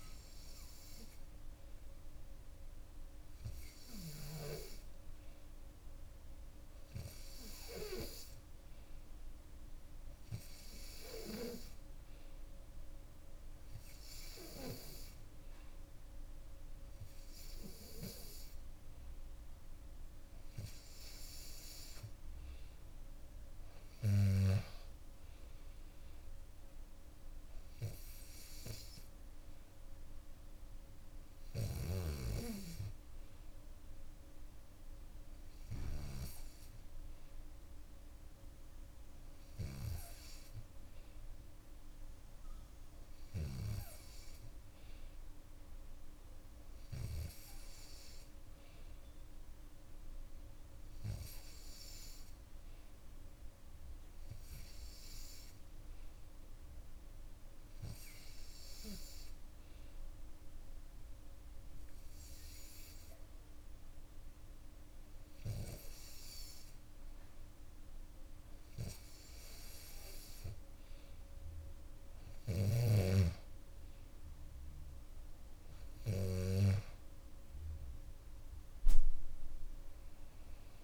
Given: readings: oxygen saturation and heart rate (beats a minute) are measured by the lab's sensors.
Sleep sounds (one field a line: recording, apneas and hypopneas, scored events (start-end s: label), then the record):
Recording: breathing in sleep by a room microphone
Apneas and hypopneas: none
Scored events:
27.50-32.50 s: bradycardia (device-marked, heart rate 65 before, 59 extreme)
75.50-80.00 s: arousal
From the record:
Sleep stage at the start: N2 (light sleep)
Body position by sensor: on the back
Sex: female